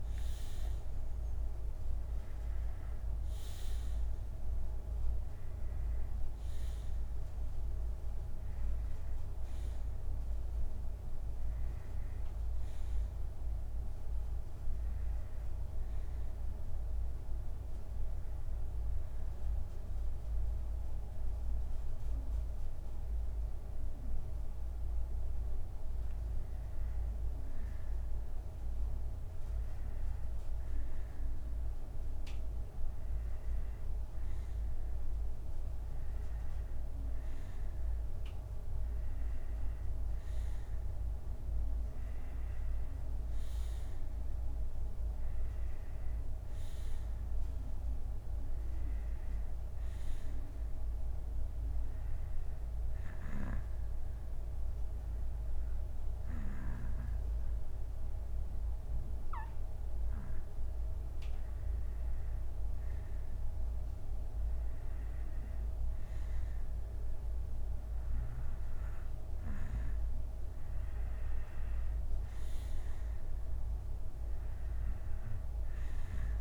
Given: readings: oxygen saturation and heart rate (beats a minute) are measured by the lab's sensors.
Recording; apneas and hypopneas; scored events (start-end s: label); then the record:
breathing in sleep, hard to hear, by a room microphone; 2
16.00-26.50 s: obstructive apnea (oxygen 92% before, 89% lowest, heart rate 67 before, 54 extreme, up 11 after)
21.00-31.00 s: bradycardia (device-marked, heart rate 67 before, 54 extreme)
29.50-33.50 s: arousal
35.00-55.00 s: oxygen desaturation (device-marked, oxygen 93% before, 89% lowest, heart rate 63 before, 56 extreme)
36.00-43.00 s: bradycardia (device-marked, heart rate 66 before, 56 extreme)
49.00-53.00 s: bradycardia (device-marked, heart rate 66 before, 56 extreme)
50.50-61.50 s: hypopnea (oxygen 93% before, 89% lowest, heart rate 61 before, 57 extreme, up 10 after)
64.00-68.00 s: arousal
73.00-76.41 s: oxygen desaturation (device-marked, oxygen 92% before, 89% lowest, heart rate 64 before, 56 extreme)
From the record:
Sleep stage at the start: N2 (light sleep); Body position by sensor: on the back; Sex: male